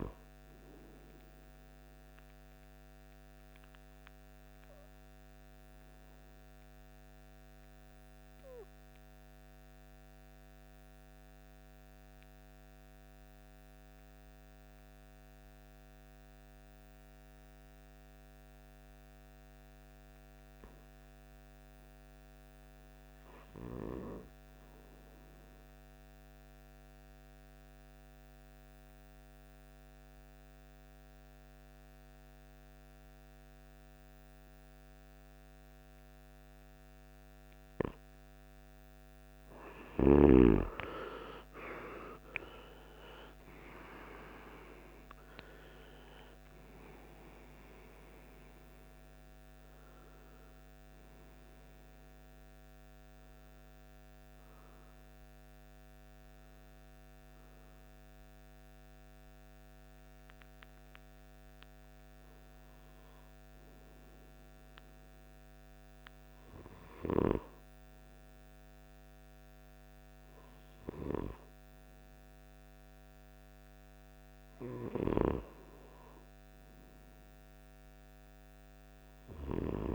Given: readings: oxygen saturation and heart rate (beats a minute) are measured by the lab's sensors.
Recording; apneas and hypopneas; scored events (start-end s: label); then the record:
breathing in sleep by a microphone on the trachea; 2
0.00-9.00 s: oxygen desaturation (device-marked, oxygen 88% lowest, heart rate 49 extreme)
2.00-36.50 s: mixed apnea (oxygen 97% before, 83% lowest, heart rate 70 before, 49 extreme, up 22 after)
29.00-67.00 s: oxygen desaturation (device-marked, oxygen 98% before, 83% lowest, heart rate 53 before, 55 extreme)
39.50-44.00 s: arousal
54.50-72.00 s: hypopnea (oxygen 97% before, 83% lowest, heart rate 74 before, 55 extreme, up 7 after)
76.50-79.94 s: arousal
From the record:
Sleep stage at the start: REM sleep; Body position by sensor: on the right side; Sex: male